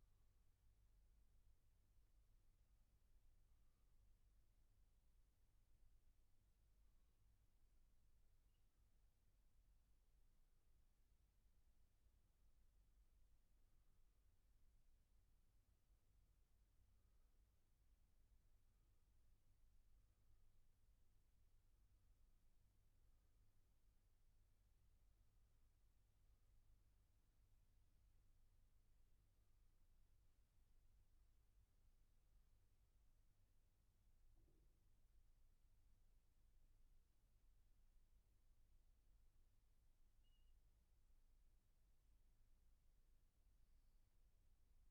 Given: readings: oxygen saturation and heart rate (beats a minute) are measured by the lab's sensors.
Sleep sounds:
breathing in sleep, hard to hear, by a room microphone; none
14.50-32.50 s: oxygen desaturation (device-marked, oxygen 95% before, 91% lowest, heart rate 69 before, 67 extreme)
From the record:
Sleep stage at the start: N1 (lightest sleep); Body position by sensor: on the back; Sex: male

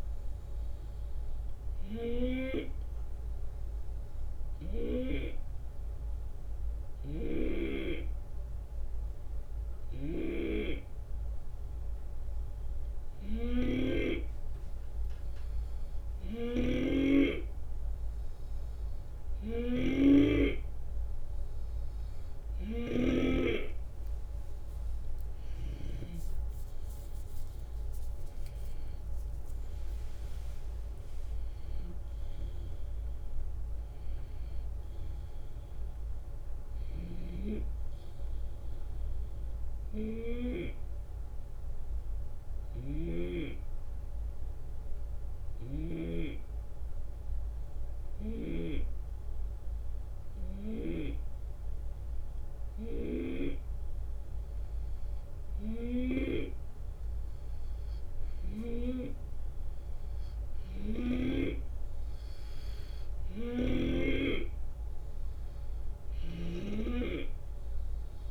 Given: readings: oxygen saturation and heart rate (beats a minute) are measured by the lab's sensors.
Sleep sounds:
breathing in sleep by a room microphone; 2
0.00-3.00 s: drop in pulse transit time (device-marked, heart rate 78 extreme)
2.00-21.50 s: hypopnea (oxygen 92% before, 89% lowest, heart rate 78 before, 70 extreme, up 9 after)
7.00-10.50 s: snoring (device-marked)
16.50-26.00 s: snoring (device-marked)
25.50-29.50 s: arousal
29.00-42.00 s: drop in pulse transit time (device-marked, heart rate 74 before, 74 extreme)
36.50-46.00 s: snoring (device-marked)
41.50-56.00 s: hypopnea (oxygen 94% before, 90% lowest, heart rate 78 before, 70 extreme, up 4 after)
58.50-61.00 s: arousal
62.00-68.31 s: oxygen desaturation (device-marked, oxygen 94% before, 91% lowest, heart rate 71 before, 73 extreme)
64.00-68.31 s: drop in pulse transit time (device-marked, heart rate 71 before, 75 extreme)
66.00-68.31 s: snoring (device-marked)
From the record:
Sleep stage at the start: N2 (light sleep); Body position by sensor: on the left side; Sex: male

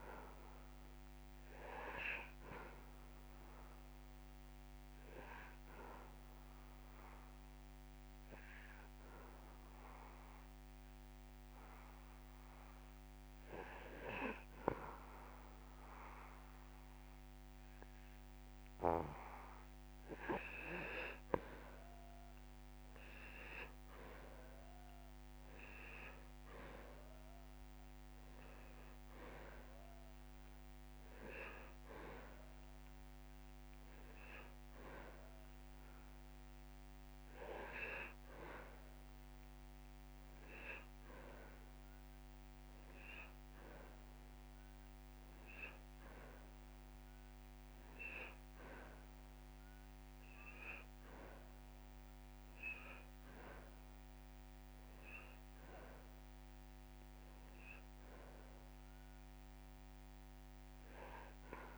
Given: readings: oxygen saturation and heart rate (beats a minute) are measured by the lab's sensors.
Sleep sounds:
breathing in sleep by a microphone on the trachea; 1
0.00-29.00 s: oxygen desaturation (device-marked, oxygen 87% lowest)
5.00-19.50 s: hypopnea (oxygen 97% before, 87% lowest)
21.00-24.00 s: arousal
36.00-49.00 s: oxygen desaturation (device-marked, oxygen 98% before, 93% lowest)
40.50-42.50 s: long interval between heartbeats (device-marked)
55.00-57.00 s: long interval between heartbeats (device-marked)
57.50-60.50 s: arousal
From the record:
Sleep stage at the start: N2 (light sleep); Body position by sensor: on the back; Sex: male

